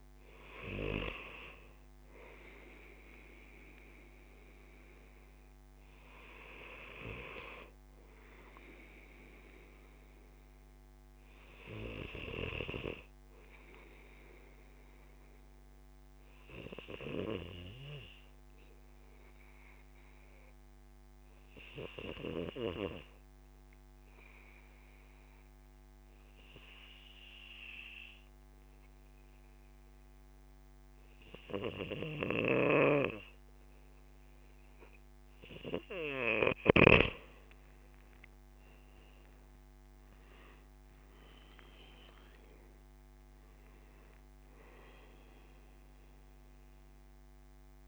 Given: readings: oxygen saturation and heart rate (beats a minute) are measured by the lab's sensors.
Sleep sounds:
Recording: breathing in sleep by a microphone on the trachea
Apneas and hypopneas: 1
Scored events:
9.50-34.00 s: obstructive apnea (oxygen 98% before, 93% lowest, heart rate 77 before, 69 extreme, up 9 after)
32.50-37.00 s: snoring (device-marked)
34.00-47.88 s: oxygen desaturation (device-marked, oxygen 97% before, 93% lowest, heart rate 75 before, 69 extreme)
37.50-41.50 s: arousal
From the record:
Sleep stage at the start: N2 (light sleep)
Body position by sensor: on the back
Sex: male

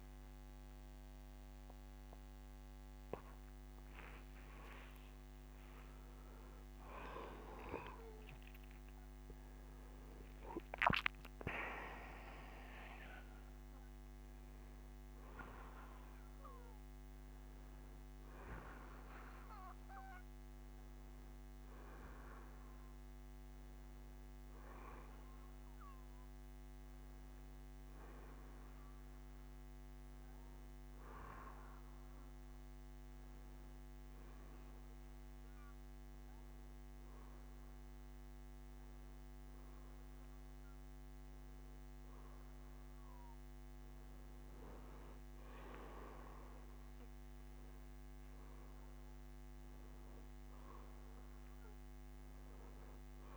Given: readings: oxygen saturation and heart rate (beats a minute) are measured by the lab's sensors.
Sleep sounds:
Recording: a person partly awake in a sleep study, by a microphone on the trachea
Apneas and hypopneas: none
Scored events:
25.50-53.37 s: new sleep stage, N1 (lightest sleep)
38.50-43.50 s: bradycardia (device-marked, heart rate 88 before, 49 extreme)
From the record:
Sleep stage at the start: awake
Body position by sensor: on the back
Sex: male

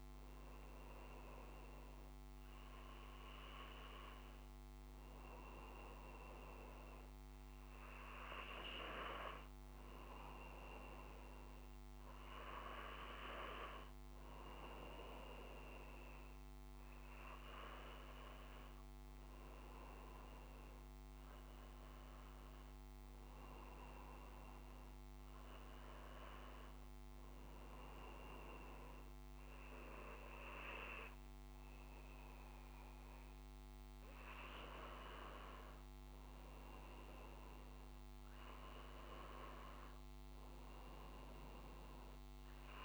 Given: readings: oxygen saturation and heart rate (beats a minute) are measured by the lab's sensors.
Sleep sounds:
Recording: breathing in sleep by a microphone on the trachea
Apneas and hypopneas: none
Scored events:
none scored
From the record:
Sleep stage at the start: N1 (lightest sleep)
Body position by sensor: on the back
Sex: male

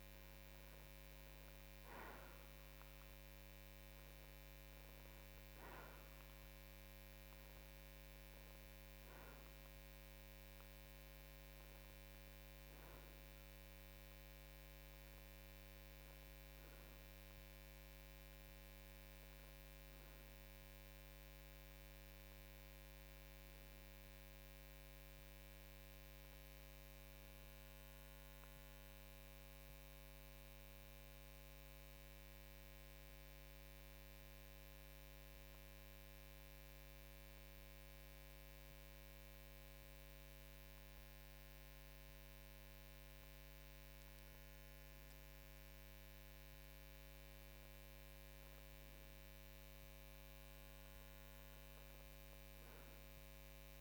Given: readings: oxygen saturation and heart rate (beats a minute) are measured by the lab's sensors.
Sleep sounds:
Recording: breathing in sleep, hard to hear, by a microphone on the trachea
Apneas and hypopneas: 1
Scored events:
26.00-48.50 s: obstructive apnea (oxygen 94% before, 92% lowest, heart rate 55 before, 53 extreme, up 2 after)
51.50-53.81 s: arousal
From the record:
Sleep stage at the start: N2 (light sleep)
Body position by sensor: on the right side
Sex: male

